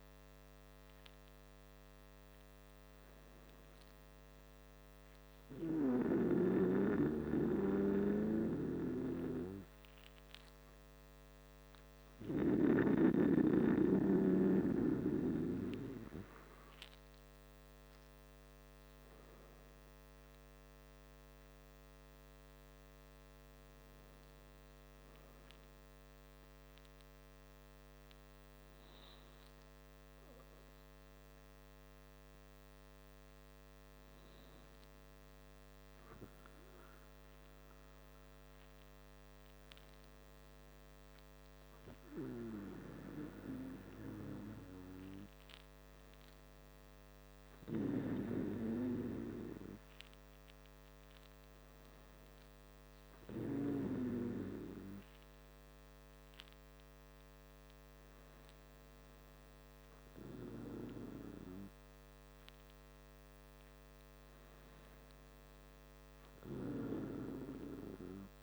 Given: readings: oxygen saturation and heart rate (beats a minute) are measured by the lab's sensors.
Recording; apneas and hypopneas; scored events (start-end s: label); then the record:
breathing in sleep by a microphone on the trachea; none
none scored
From the record:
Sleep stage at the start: N2 (light sleep); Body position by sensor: on the back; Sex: male